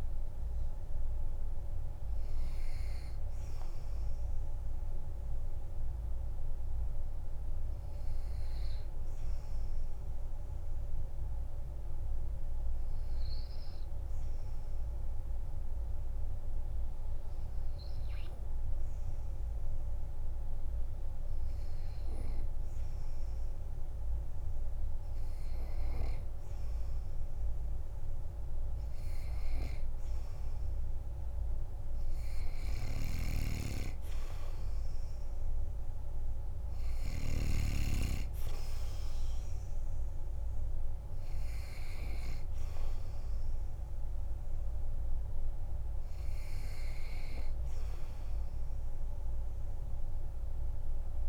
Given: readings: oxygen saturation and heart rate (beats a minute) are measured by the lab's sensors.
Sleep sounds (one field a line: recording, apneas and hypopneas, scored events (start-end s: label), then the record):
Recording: breathing in sleep by a room microphone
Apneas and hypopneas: 1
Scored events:
5.50-21.50 s: hypopnea (oxygen 97% before, 94% lowest, heart rate 57 before, 45 extreme, up 6 after)
23.50-27.00 s: arousal
From the record:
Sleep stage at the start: N2 (light sleep)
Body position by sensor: on the back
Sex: male